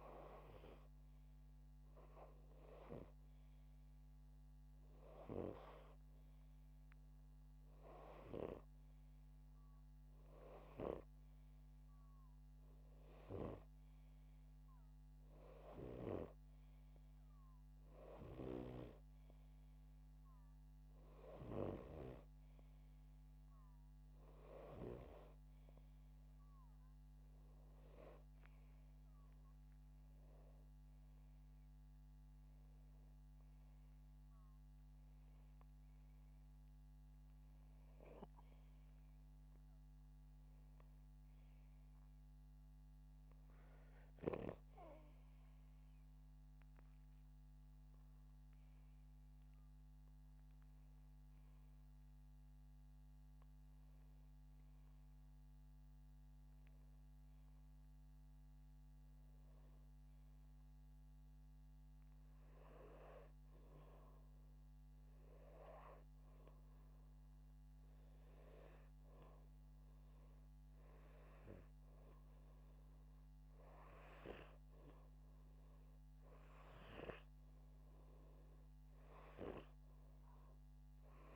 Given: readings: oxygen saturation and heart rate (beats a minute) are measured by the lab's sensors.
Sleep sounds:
breathing in sleep by a microphone on the trachea; none
18.50-22.50 s: snoring (device-marked)
From the record:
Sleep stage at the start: N2 (light sleep); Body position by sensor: upright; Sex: male

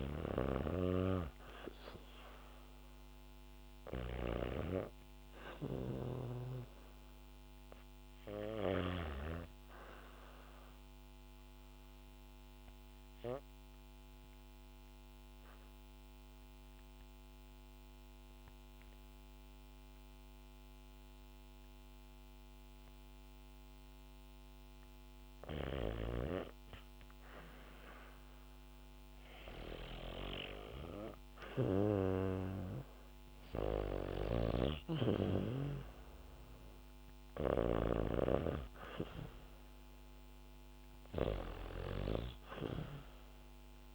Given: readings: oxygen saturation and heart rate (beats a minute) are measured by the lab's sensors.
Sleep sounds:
breathing in sleep by a microphone on the trachea; 1
0.00-15.00 s: oxygen desaturation (device-marked, oxygen 96% before, 91% lowest, heart rate 67 before, 57 extreme)
9.50-25.50 s: obstructive apnea (oxygen 96% before, 90% lowest, heart rate 69 before, 57 extreme, up 8 after)
21.00-27.00 s: bradycardia (device-marked, heart rate 66 before, 57 extreme)
27.00-30.50 s: arousal
27.00-43.95 s: oxygen desaturation (device-marked, oxygen 97% before, 90% lowest, heart rate 68 before, 57 extreme)
33.50-37.00 s: snoring (device-marked)
From the record:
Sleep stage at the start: REM sleep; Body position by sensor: on the back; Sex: female

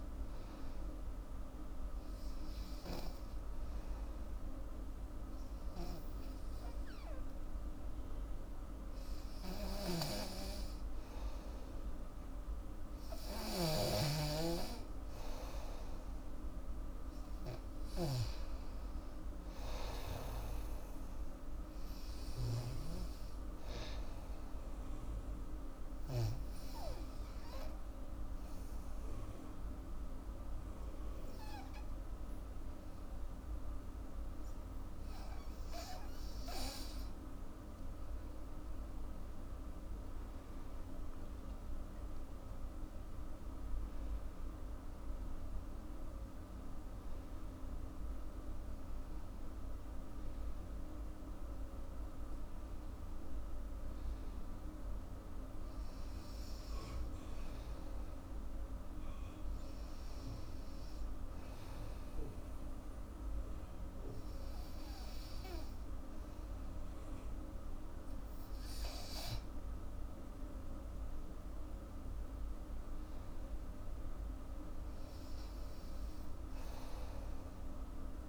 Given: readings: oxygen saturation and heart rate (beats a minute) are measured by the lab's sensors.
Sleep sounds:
breathing in sleep by a room microphone; 2
2.00-15.00 s: hypopnea (oxygen 95% before, 90% lowest, heart rate 84 before, 77 extreme, up 4 after)
9.50-23.00 s: snoring (device-marked)
16.50-30.50 s: oxygen desaturation (device-marked, oxygen 98% before, 94% lowest, heart rate 85 before, 76 extreme)
17.50-20.50 s: arousal
23.50-37.00 s: obstructive apnea (oxygen 98% before, 90% lowest, heart rate 86 before, 76 extreme, up 12 after)
38.50-60.50 s: oxygen desaturation (device-marked, oxygen 96% before, 90% lowest, heart rate 83 before, 73 extreme)
39.50-43.50 s: arousal
From the record:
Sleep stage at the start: N2 (light sleep); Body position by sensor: on the back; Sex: female

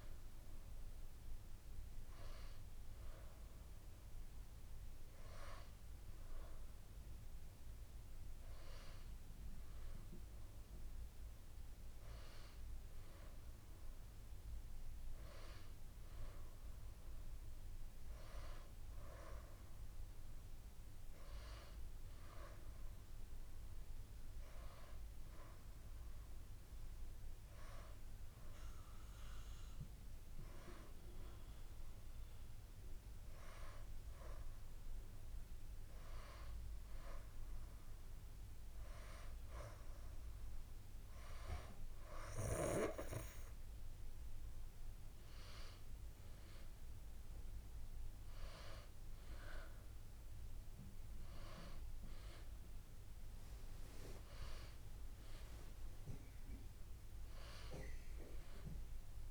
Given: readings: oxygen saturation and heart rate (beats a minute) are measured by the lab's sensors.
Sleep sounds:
breathing in sleep by a room microphone; none
none scored
From the record:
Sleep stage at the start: N2 (light sleep); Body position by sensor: on the back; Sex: female

